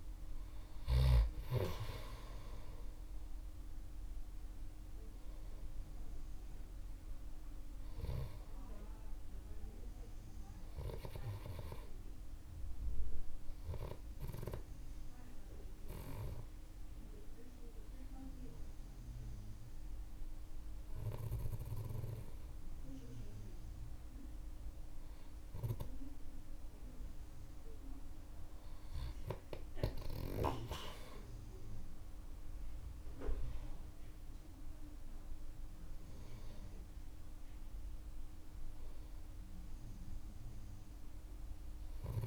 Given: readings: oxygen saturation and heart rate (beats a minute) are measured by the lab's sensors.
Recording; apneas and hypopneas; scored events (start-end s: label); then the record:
breathing in sleep by a room microphone; 1
2.00-5.50 s: arousal
14.50-25.50 s: obstructive apnea (oxygen 97% before, 95% lowest, heart rate 54 before, 50 extreme, up 16 after)
31.00-34.50 s: arousal
From the record:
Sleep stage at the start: N2 (light sleep); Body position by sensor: on the back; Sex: male